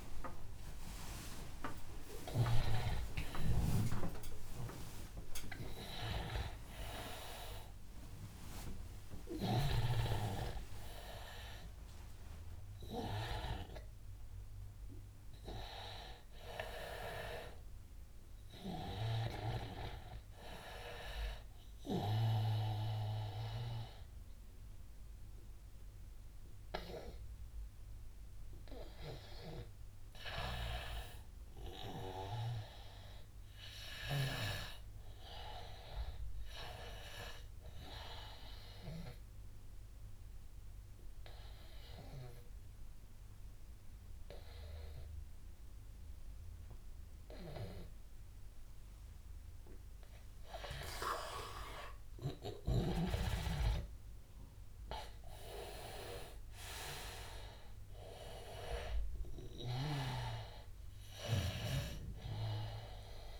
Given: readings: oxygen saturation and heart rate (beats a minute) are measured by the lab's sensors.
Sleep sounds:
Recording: a person partly awake in a sleep study, by a room microphone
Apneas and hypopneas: 1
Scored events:
0.00-3.00 s: oxygen desaturation (device-marked, oxygen 84% lowest, heart rate 93 extreme)
10.00-12.00 s: long interval between heartbeats (device-marked, heart rate 119 before, 121 extreme)
29.00-63.40 s: new sleep stage, N2 (light sleep)
39.00-45.00 s: oxygen desaturation (device-marked, oxygen 98% before, 96% lowest, heart rate 94 before, 90 extreme)
40.00-50.50 s: obstructive apnea (oxygen 100% before, 86% lowest, heart rate 94 before, 90 extreme, up 5 after)
52.50-55.50 s: arousal
56.00-63.40 s: oxygen desaturation (device-marked, oxygen 96% before, 87% lowest, heart rate 93 before, 91 extreme)
From the record:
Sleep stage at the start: awake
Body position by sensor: on the back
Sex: male

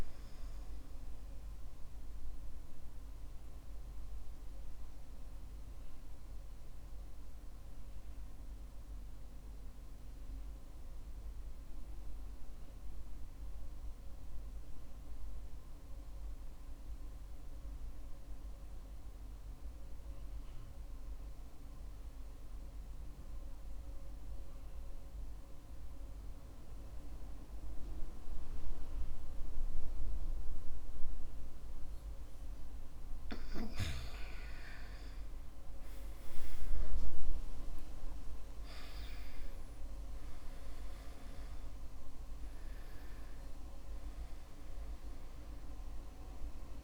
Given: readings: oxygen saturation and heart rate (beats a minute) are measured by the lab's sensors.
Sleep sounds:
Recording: breathing in sleep by a room microphone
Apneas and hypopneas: 1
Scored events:
3.00-33.00 s: mixed apnea (oxygen 93% before, 88% lowest, heart rate 63 before, 48 extreme, up 19 after)
36.50-42.00 s: arousal
From the record:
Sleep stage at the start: REM sleep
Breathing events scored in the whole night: 252 in 4.3 hours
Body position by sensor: on the back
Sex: male

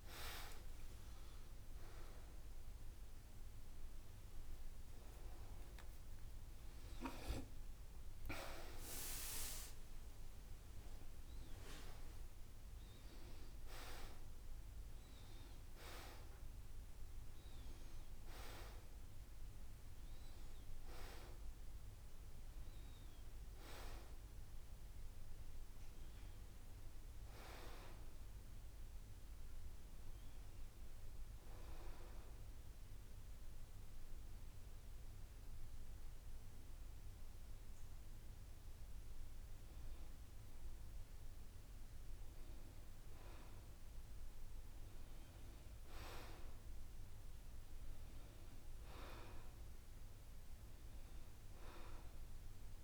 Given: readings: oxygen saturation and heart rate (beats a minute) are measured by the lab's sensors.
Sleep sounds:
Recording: breathing in sleep by a room microphone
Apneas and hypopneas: 1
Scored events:
0.00-15.50 s: oxygen desaturation (device-marked, oxygen 87% lowest, heart rate 67 extreme)
1.00-3.00 s: long interval between heartbeats (device-marked, heart rate 72 before, 84 extreme)
22.50-52.84 s: new sleep stage, N2 (light sleep)
32.00-42.50 s: hypopnea (oxygen 94% before, 84% lowest, heart rate 72 before, 67 extreme, up 7 after)
45.00-48.50 s: arousal
From the record:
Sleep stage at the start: N1 (lightest sleep)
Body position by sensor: on the back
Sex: male

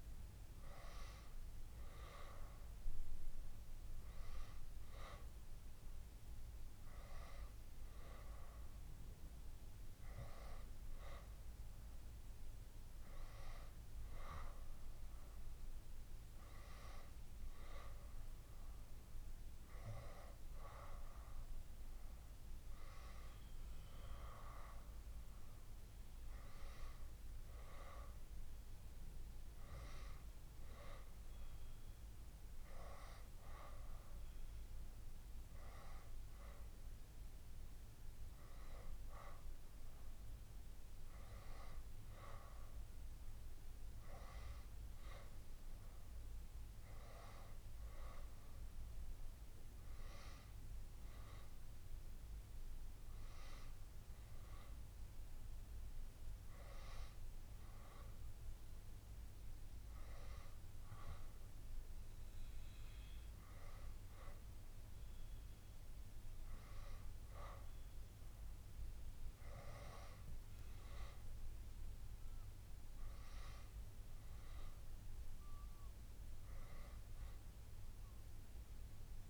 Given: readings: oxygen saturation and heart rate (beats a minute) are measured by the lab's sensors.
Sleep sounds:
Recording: breathing in sleep by a room microphone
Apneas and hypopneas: none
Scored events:
none scored
From the record:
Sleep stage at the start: N2 (light sleep)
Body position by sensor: on the back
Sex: female

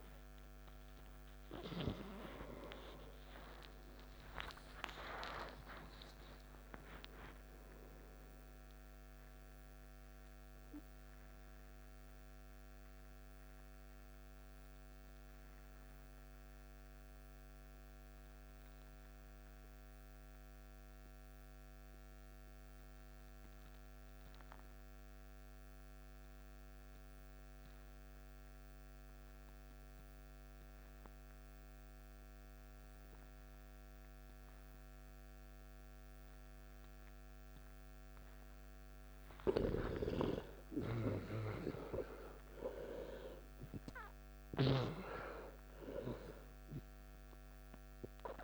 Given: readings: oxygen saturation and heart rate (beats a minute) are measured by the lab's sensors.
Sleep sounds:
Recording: breathing in sleep by a microphone on the trachea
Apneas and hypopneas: 1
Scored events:
0.00-16.50 s: oxygen desaturation (device-marked, oxygen 86% lowest, heart rate 55 extreme)
2.50-4.50 s: long interval between heartbeats (device-marked, heart rate 69 before, 82 extreme)
13.50-39.50 s: mixed apnea (oxygen 92% before, 86% lowest, heart rate 77 before, 55 extreme, up 15 after)
33.50-48.43 s: oxygen desaturation (device-marked, oxygen 99% before, 86% lowest, heart rate 59 before, 55 extreme)
41.00-45.00 s: arousal
From the record:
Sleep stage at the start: N2 (light sleep)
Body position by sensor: on the left side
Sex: male

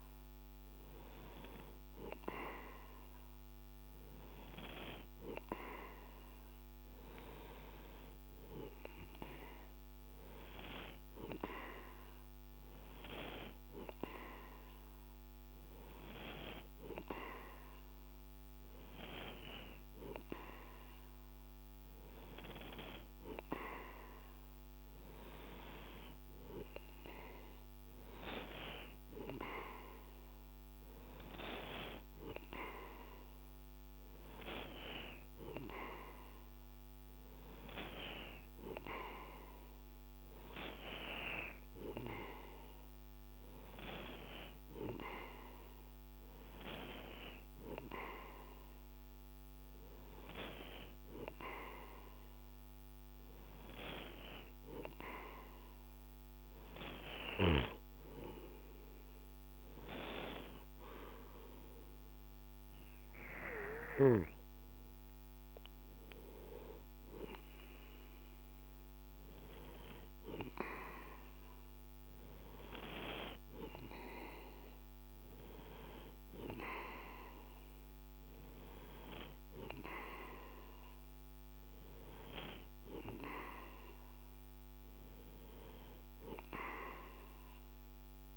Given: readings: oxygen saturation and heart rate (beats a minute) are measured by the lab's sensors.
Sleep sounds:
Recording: breathing in sleep by a microphone on the trachea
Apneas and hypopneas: none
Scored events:
none scored
From the record:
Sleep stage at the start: N2 (light sleep)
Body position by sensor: on the right side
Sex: male

